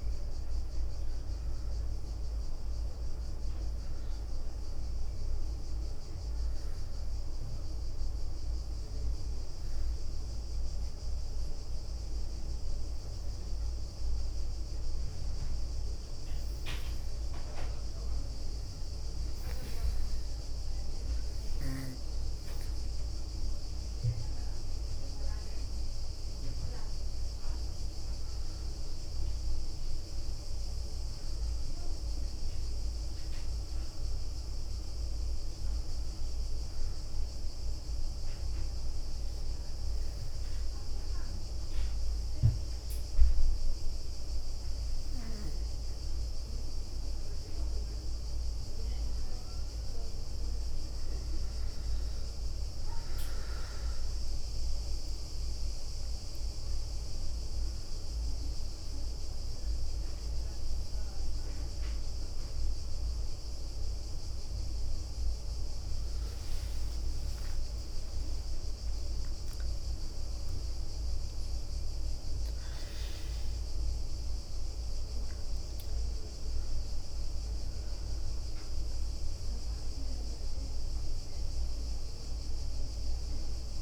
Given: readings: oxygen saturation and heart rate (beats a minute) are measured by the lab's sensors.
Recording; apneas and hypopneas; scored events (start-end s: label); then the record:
a person partly awake in a sleep study, hard to hear, by a room microphone; 2
0.00-1.00 s: leg movement (device-marked)
0.00-2.00 s: arousal
2.50-18.50 s: oxygen desaturation (device-marked, oxygen 96% before, 90% lowest, heart rate 67 before, 62 extreme)
5.00-7.50 s: leg movement (device-marked)
7.50-18.00 s: hypopnea (oxygen 96% before, 90% lowest, heart rate 69 before, 62 extreme, up 10 after)
8.00-11.50 s: leg movement (device-marked)
17.00-19.50 s: leg movement (device-marked)
24.50-29.50 s: arousal
27.50-46.50 s: oxygen desaturation (device-marked, oxygen 95% before, 91% lowest, heart rate 67 before, 65 extreme)
35.50-46.00 s: hypopnea (oxygen 95% before, 91% lowest, heart rate 70 before, 65 extreme, up 11 after)
39.00-40.00 s: leg movement (device-marked)
48.50-83.81 s: new sleep stage, awake
66.00-70.00 s: leg movement (device-marked)
72.00-76.00 s: leg movement (device-marked)
77.50-82.50 s: leg movement (device-marked)
From the record:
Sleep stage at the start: N2 (light sleep); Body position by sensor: on the back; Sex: female